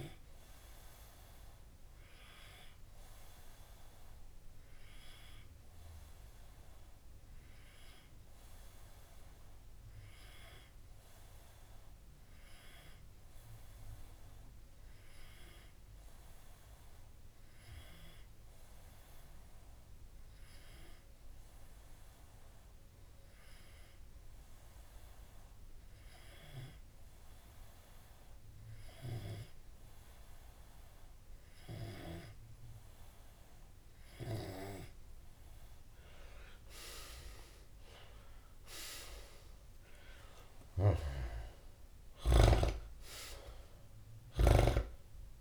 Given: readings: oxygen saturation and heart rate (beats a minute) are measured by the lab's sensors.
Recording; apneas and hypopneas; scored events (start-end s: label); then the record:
breathing in sleep by a room microphone; 1
6.00-37.00 s: tachycardia (device-marked, heart rate 30 before, 205 extreme)
10.50-12.50 s: long interval between heartbeats (device-marked, heart rate 68 before, 112 extreme)
14.50-16.50 s: long interval between heartbeats (device-marked, heart rate 73 before, 113 extreme)
16.50-18.50 s: long interval between heartbeats (device-marked, heart rate 77 before, 114 extreme)
18.50-20.50 s: long interval between heartbeats (device-marked, heart rate 81 before, 144 extreme)
18.50-34.50 s: obstructive apnea (oxygen 96% before, 94% lowest, heart rate 81 before, 33 extreme)
20.50-22.50 s: long interval between heartbeats (device-marked, heart rate 87 before, 166 extreme)
24.50-26.50 s: long interval between heartbeats (device-marked, heart rate 120 before, 197 extreme)
27.00-29.00 s: long interval between heartbeats (device-marked, heart rate 141 before, 179 extreme)
29.00-31.00 s: long interval between heartbeats (device-marked, heart rate 151 before, 166 extreme)
38.00-40.00 s: long interval between heartbeats (device-marked, heart rate 167 before, 114 extreme)
38.00-43.00 s: arousal
40.50-42.50 s: long interval between heartbeats (device-marked, heart rate 164 before, 78 extreme)
From the record:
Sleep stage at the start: N2 (light sleep); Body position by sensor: on the back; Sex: male